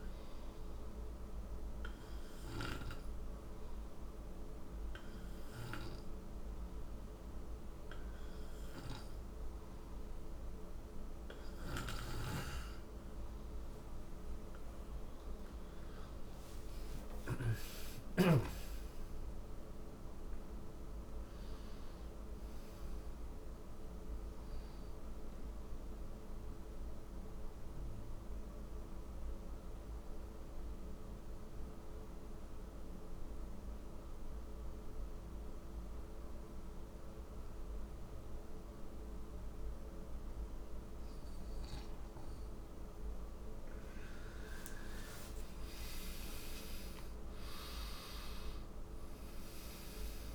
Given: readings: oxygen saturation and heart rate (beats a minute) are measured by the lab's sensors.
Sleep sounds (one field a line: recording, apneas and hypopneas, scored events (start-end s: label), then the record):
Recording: breathing in sleep, hard to hear, by a room microphone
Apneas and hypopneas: 2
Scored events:
1.00-12.00 s: oxygen desaturation (device-marked, oxygen 96% before, 92% lowest, heart rate 65 before, 55 extreme)
2.00-14.00 s: hypopnea (oxygen 97% before, 90% lowest, heart rate 65 before, 55 extreme, up 20 after)
16.00-21.50 s: arousal
27.50-41.50 s: obstructive apnea (oxygen 95% before, 89% lowest, heart rate 69 before, 54 extreme, up 32 after)
43.50-49.00 s: arousal
From the record:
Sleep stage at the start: N2 (light sleep)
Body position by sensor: on the right side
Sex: male